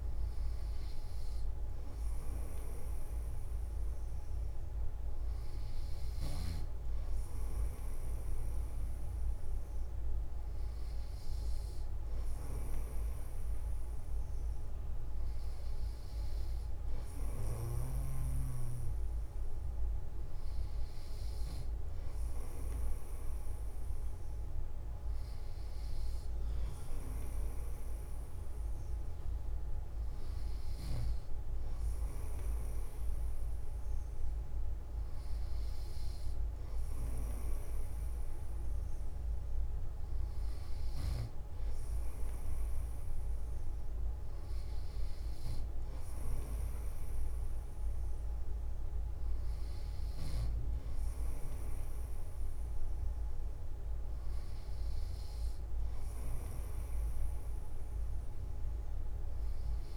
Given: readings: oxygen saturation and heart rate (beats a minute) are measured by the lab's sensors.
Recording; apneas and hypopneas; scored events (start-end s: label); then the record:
breathing in sleep, hard to hear, by a room microphone; none
38.00-59.97 s: new sleep stage, N3 (deep sleep)
From the record:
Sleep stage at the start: N2 (light sleep); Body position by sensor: on the back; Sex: male